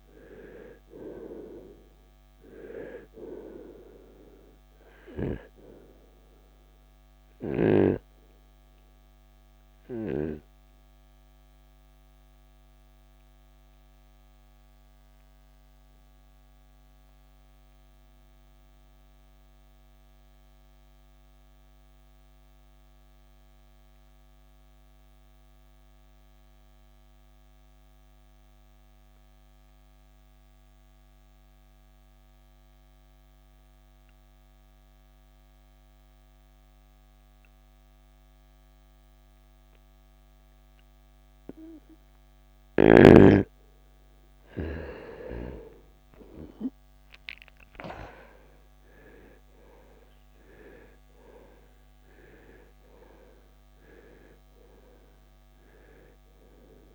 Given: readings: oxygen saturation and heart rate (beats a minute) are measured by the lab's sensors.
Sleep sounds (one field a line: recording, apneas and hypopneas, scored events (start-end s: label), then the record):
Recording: breathing in sleep by a microphone on the trachea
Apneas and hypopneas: 1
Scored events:
0.00-27.50 s: oxygen desaturation (device-marked, oxygen 81% lowest, heart rate 56 extreme)
10.00-43.00 s: obstructive apnea (oxygen 96% before, 81% lowest, heart rate 88 before, 56 extreme, up 14 after)
44.50-49.00 s: arousal
46.50-56.95 s: oxygen desaturation (device-marked, oxygen 97% before, 82% lowest, heart rate 62 before, 54 extreme)
From the record:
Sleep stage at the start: N2 (light sleep)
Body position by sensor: on the right side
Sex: male